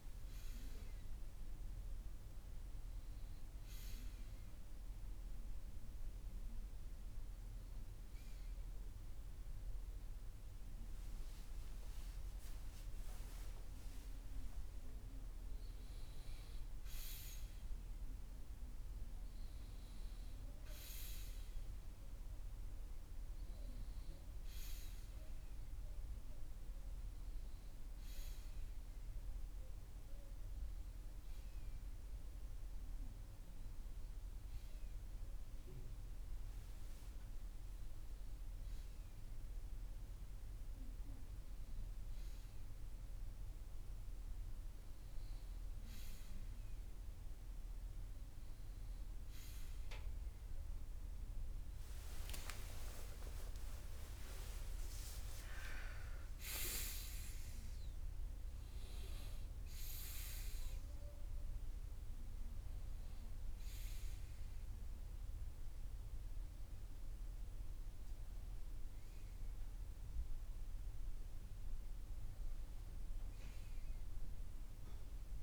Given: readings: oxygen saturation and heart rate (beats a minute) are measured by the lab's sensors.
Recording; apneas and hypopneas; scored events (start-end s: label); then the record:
a person awake in a sleep study, by a room microphone; none
51.50-55.00 s: arousal
From the record:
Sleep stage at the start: awake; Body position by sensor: on the right side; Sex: male